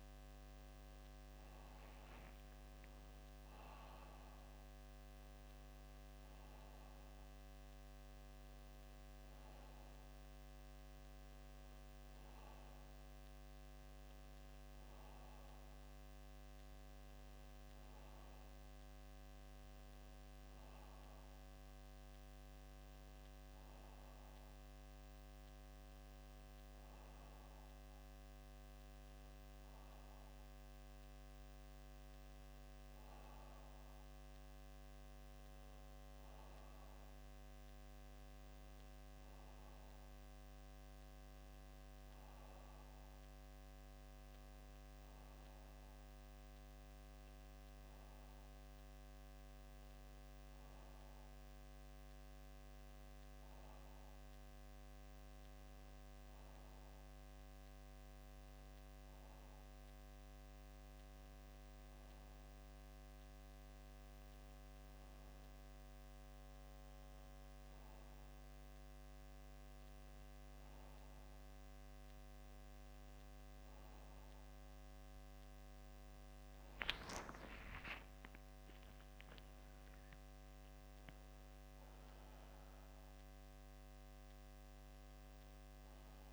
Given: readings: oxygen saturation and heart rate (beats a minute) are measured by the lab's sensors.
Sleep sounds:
breathing in sleep, hard to hear, by a microphone on the trachea; none
54.50-86.33 s: new sleep stage, REM sleep
74.00-77.50 s: arousal
From the record:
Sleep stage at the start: N2 (light sleep); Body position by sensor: on the back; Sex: male

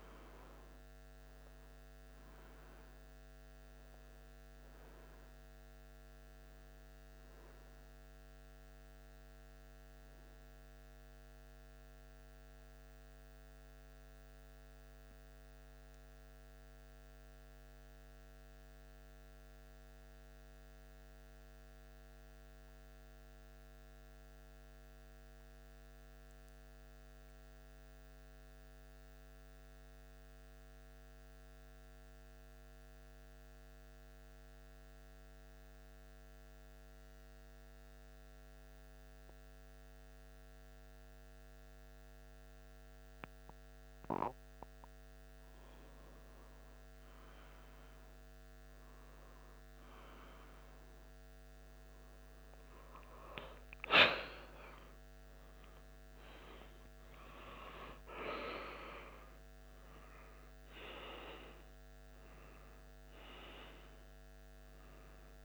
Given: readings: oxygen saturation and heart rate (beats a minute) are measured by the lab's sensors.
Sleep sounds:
breathing in sleep by a microphone on the trachea; 1
0.00-3.50 s: oxygen desaturation (device-marked, oxygen 88% lowest, heart rate 74 extreme)
4.00-7.50 s: arousal
10.50-44.50 s: mixed apnea (oxygen 91% before, 89% lowest, heart rate 77 before, 75 extreme, up 0 after)
19.50-49.50 s: new sleep stage, N2 (light sleep)
32.50-47.50 s: oxygen desaturation (device-marked, oxygen 94% before, 89% lowest, heart rate 76 before, 75 extreme)
47.50-53.00 s: arousal
49.50-65.45 s: new sleep stage, N1 (lightest sleep)
From the record:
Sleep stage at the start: N1 (lightest sleep); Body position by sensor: on the back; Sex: male

